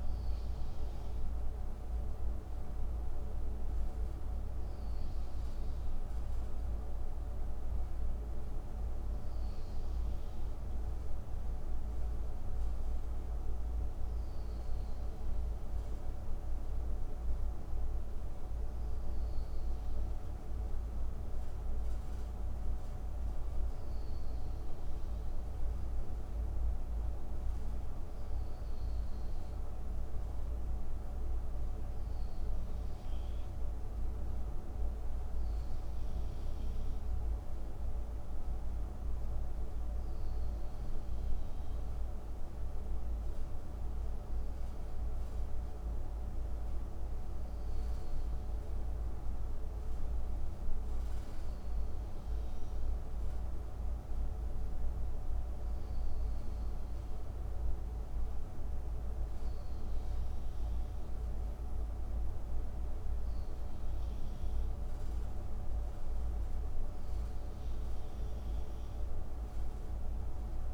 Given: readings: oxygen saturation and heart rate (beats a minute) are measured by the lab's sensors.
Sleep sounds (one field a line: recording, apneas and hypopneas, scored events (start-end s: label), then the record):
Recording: breathing in sleep, hard to hear, by a room microphone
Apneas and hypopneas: none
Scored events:
none scored
From the record:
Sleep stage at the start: REM sleep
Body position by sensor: on the right side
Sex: male